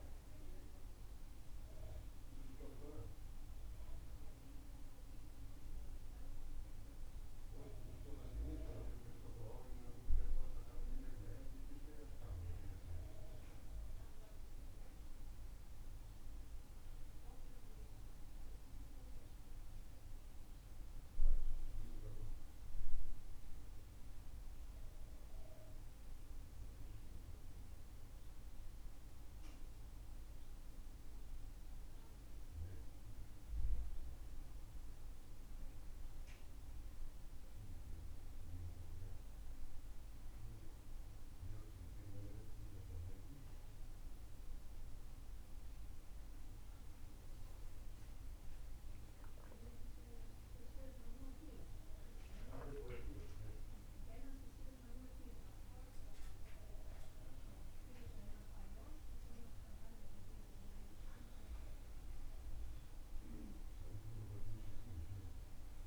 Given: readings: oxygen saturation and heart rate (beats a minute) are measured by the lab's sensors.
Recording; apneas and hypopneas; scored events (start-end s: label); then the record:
breathing in sleep by a room microphone; none
none scored
From the record:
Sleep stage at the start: N2 (light sleep); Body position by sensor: on the back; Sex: male